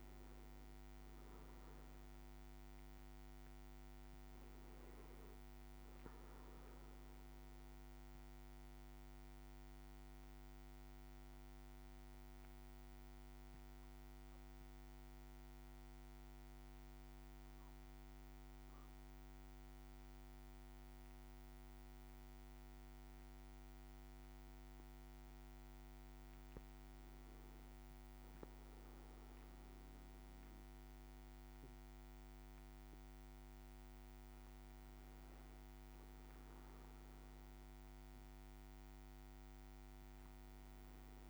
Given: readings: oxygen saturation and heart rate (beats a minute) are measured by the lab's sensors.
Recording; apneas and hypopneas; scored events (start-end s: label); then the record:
breathing in sleep, hard to hear, by a microphone on the trachea; 1
0.00-18.50 s: oxygen desaturation (device-marked, oxygen 96% lowest, heart rate 55 extreme)
7.00-24.50 s: central apnea (oxygen 100% before, 95% lowest, heart rate 59 before, 55 extreme, up 3 after)
27.50-32.00 s: arousal
From the record:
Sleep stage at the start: N1 (lightest sleep); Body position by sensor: on the back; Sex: male